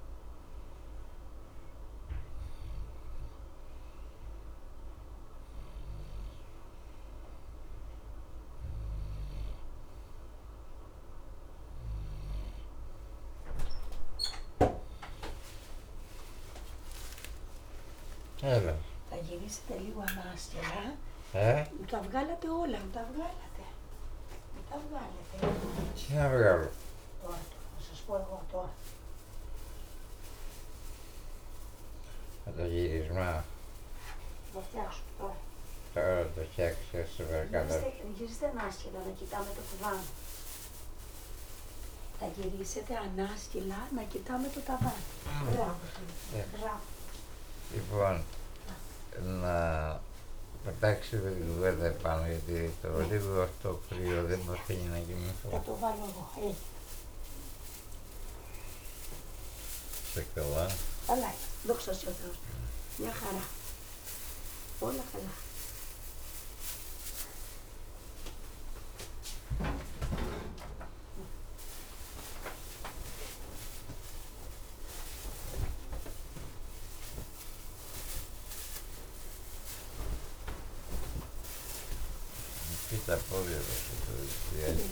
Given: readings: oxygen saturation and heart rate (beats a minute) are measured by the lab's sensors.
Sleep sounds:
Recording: a person awake in a sleep study, by a room microphone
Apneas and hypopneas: none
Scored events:
3.00-84.92 s: new sleep stage, awake
32.00-36.00 s: snoring (device-marked)
From the record:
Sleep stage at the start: N2 (light sleep)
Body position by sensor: on the right side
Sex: male

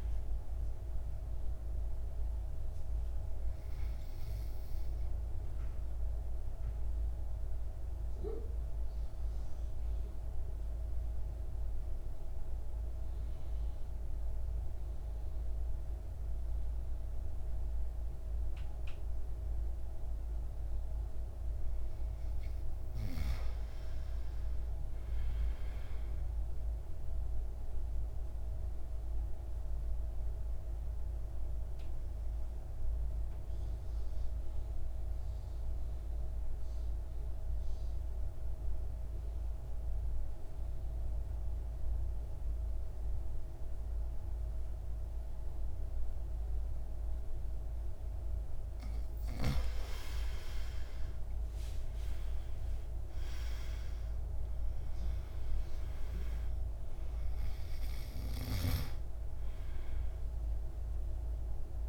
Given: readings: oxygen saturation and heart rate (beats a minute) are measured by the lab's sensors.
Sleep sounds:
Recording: breathing in sleep, hard to hear, by a room microphone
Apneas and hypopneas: 2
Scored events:
0.00-26.00 s: oxygen desaturation (device-marked, oxygen 79% lowest, heart rate 52 extreme)
4.50-22.00 s: mixed apnea (oxygen 100% before, 79% lowest, heart rate 64 before, 52 extreme, up 7 after)
23.50-26.50 s: arousal
28.00-49.00 s: obstructive apnea (oxygen 100% before, 81% lowest, heart rate 55 before, 50 extreme, up 22 after)
36.00-46.00 s: oxygen desaturation (device-marked, oxygen 100% before, 92% lowest, heart rate 56 before, 50 extreme)
50.00-54.00 s: arousal
53.00-61.89 s: oxygen desaturation (device-marked, oxygen 96% before, 81% lowest, heart rate 56 before, 50 extreme)
From the record:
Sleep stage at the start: N2 (light sleep)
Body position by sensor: on the back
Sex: male

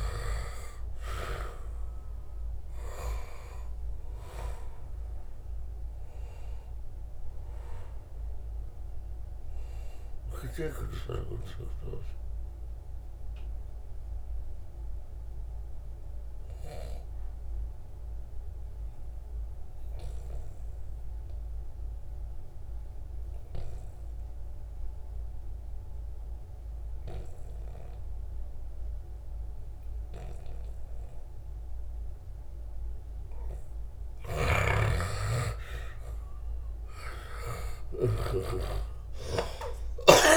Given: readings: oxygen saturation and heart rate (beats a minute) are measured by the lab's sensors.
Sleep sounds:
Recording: breathing in sleep by a room microphone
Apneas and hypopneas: 1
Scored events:
0.00-17.00 s: oxygen desaturation (device-marked, oxygen 89% lowest, heart rate 72 extreme)
14.50-32.00 s: obstructive apnea (oxygen 95% before, 89% lowest, heart rate 77 before, 72 extreme, up 8 after)
33.50-38.00 s: snoring (device-marked)
34.00-40.37 s: oxygen desaturation (device-marked, oxygen 95% before, 89% lowest, heart rate 76 before, 86 extreme)
38.50-40.37 s: arousal
From the record:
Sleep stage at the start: N2 (light sleep)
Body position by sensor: on the back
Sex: male

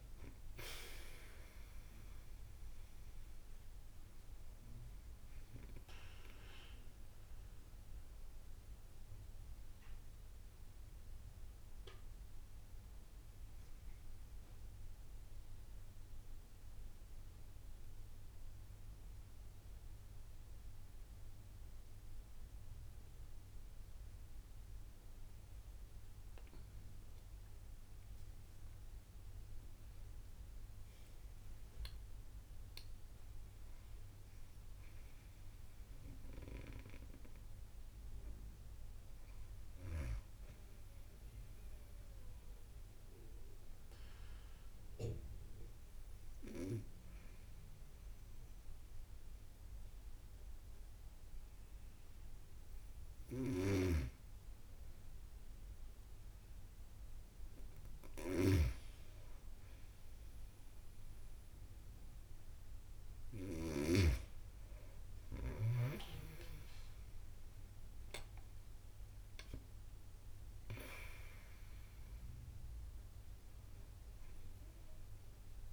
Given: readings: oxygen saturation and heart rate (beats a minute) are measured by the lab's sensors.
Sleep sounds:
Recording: breathing in sleep by a room microphone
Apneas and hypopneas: 2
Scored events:
0.00-23.50 s: oxygen desaturation (device-marked, oxygen 88% lowest)
0.50-2.50 s: long interval between heartbeats (device-marked)
6.50-25.00 s: central apnea (oxygen 97% before, 88% lowest)
26.50-31.50 s: arousal
27.00-29.00 s: long interval between heartbeats (device-marked)
41.50-53.50 s: hypopnea (oxygen 97% before, 92% lowest)
49.00-51.00 s: long interval between heartbeats (device-marked)
53.00-63.50 s: snoring (device-marked)
57.00-64.00 s: arousal
62.50-64.50 s: long interval between heartbeats (device-marked)
68.50-70.50 s: long interval between heartbeats (device-marked)
From the record:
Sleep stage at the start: N2 (light sleep)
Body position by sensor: on the back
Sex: female

